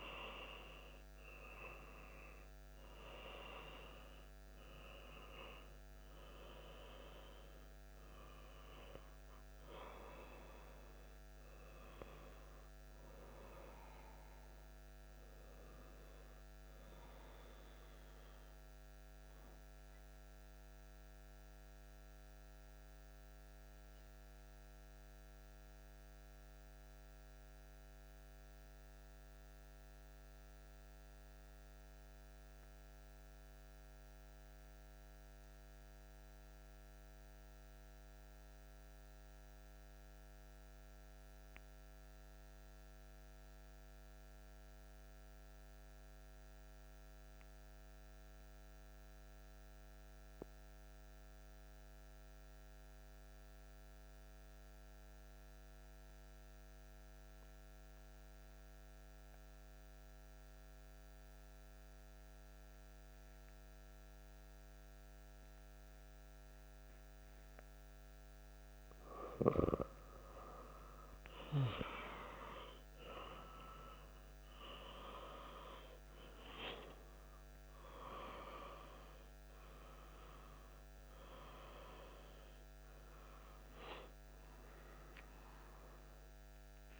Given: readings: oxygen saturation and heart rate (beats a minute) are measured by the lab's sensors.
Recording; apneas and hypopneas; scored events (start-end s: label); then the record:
breathing in sleep by a microphone on the trachea; 1
0.00-15.50 s: oxygen desaturation (device-marked, oxygen 90% lowest)
16.00-67.00 s: mixed apnea (oxygen 95% before, 89% lowest)
48.50-87.00 s: oxygen desaturation (device-marked, oxygen 97% before, 89% lowest)
68.50-72.00 s: arousal
From the record:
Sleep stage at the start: N2 (light sleep); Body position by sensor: on the back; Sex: male